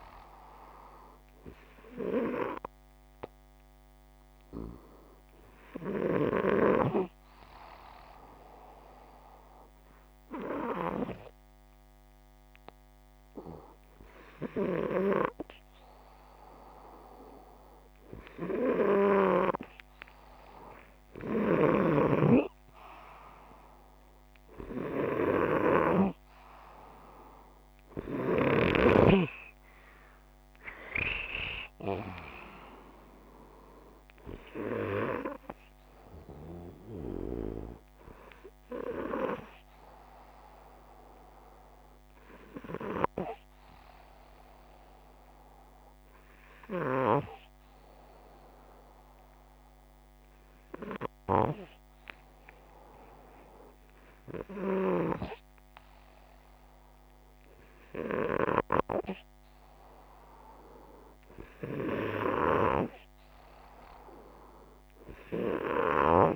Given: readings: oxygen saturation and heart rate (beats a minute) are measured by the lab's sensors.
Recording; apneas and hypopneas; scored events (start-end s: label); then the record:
breathing in sleep by a microphone on the trachea; 2
1.50-15.50 s: hypopnea (oxygen 98% before, 94% lowest, heart rate 63 before, 59 extreme, up 5 after)
21.00-25.00 s: arousal
26.50-32.50 s: oxygen desaturation (device-marked, oxygen 98% before, 95% lowest, heart rate 62 before, 60 extreme)
42.50-55.50 s: hypopnea (oxygen 98% before, 92% lowest, heart rate 64 before, 62 extreme, up 6 after)
57.50-61.00 s: arousal
From the record:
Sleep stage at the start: N2 (light sleep); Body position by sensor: upright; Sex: male